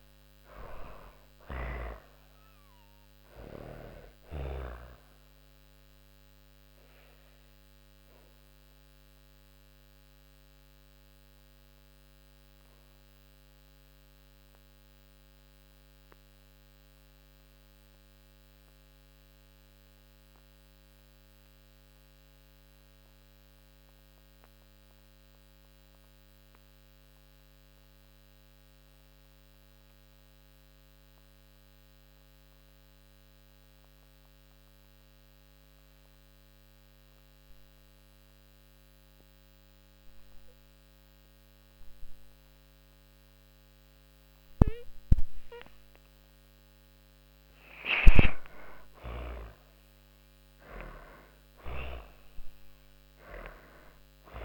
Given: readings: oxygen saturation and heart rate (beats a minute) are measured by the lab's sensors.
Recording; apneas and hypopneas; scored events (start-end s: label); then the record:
breathing in sleep by a microphone on the trachea; 1
0.00-20.00 s: oxygen desaturation (device-marked, oxygen 82% lowest)
5.50-45.00 s: obstructive apnea (oxygen 99% before, 81% lowest)
37.00-54.44 s: oxygen desaturation (device-marked, oxygen 98% before, 81% lowest)
46.50-51.50 s: arousal
50.00-54.44 s: snoring (device-marked)
From the record:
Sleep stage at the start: N2 (light sleep); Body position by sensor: on the back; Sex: female